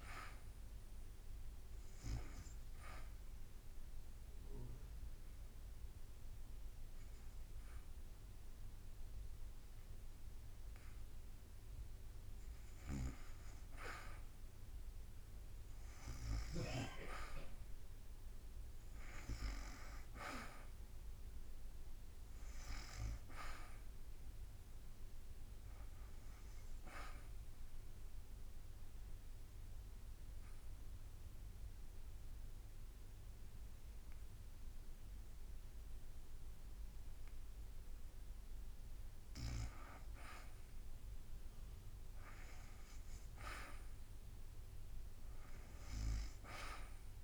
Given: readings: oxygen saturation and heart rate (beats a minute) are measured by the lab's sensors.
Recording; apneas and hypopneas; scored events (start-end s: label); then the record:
breathing in sleep by a room microphone; 2
2.50-13.50 s: obstructive apnea (oxygen 96% before, 81% lowest, heart rate 54 before, 56 extreme, up 0 after)
3.50-31.50 s: oxygen desaturation (device-marked, oxygen 95% before, 81% lowest, heart rate 55 before, 56 extreme)
6.50-17.50 s: drop in pulse transit time (device-marked, heart rate 55 before, 56 extreme)
17.00-21.50 s: arousal
28.00-38.50 s: obstructive apnea (oxygen 95% before, 83% lowest, heart rate 56 before, 56 extreme, up 1 after)
42.00-45.50 s: arousal
From the record:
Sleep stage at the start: REM sleep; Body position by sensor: on the back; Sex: female